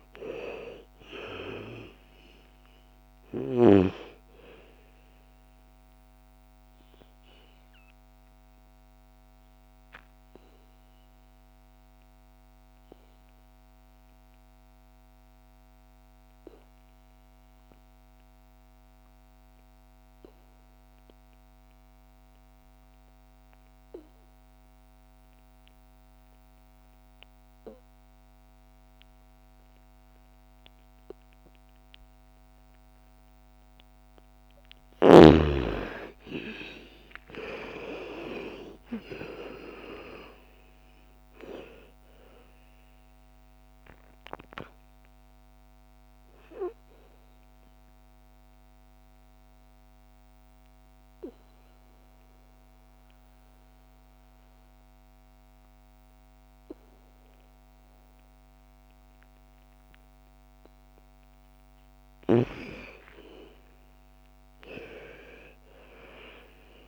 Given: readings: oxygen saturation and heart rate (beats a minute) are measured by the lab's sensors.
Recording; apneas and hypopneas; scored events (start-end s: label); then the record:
breathing in sleep by a microphone on the trachea; 2
0.00-17.50 s: oxygen desaturation (device-marked, oxygen 81% lowest, heart rate 55 extreme)
5.50-33.50 s: obstructive apnea (oxygen 99% before, 77% lowest, heart rate 63 before, 54 extreme, up 17 after)
30.50-59.50 s: oxygen desaturation (device-marked, oxygen 99% before, 77% lowest, heart rate 58 before, 53 extreme)
36.00-41.00 s: arousal
47.50-61.00 s: mixed apnea (oxygen 99% before, 77% lowest, heart rate 66 before, 53 extreme, up 15 after)
62.50-66.88 s: arousal
From the record:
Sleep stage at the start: N2 (light sleep); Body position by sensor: on the back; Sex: female